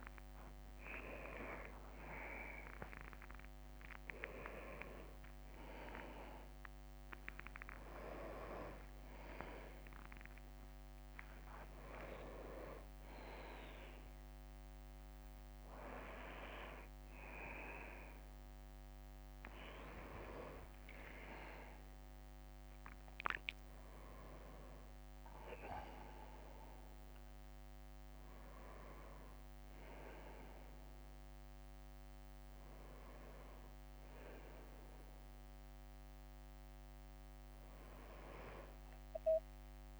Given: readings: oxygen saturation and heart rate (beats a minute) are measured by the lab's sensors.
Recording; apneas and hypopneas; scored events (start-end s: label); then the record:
a person partly awake in a sleep study, by a microphone on the trachea; none
17.00-40.00 s: new sleep stage, N1 (lightest sleep)
37.00-40.00 s: bradycardia (device-marked, heart rate 70 before, 59 extreme)
From the record:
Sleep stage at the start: awake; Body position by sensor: on the back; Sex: male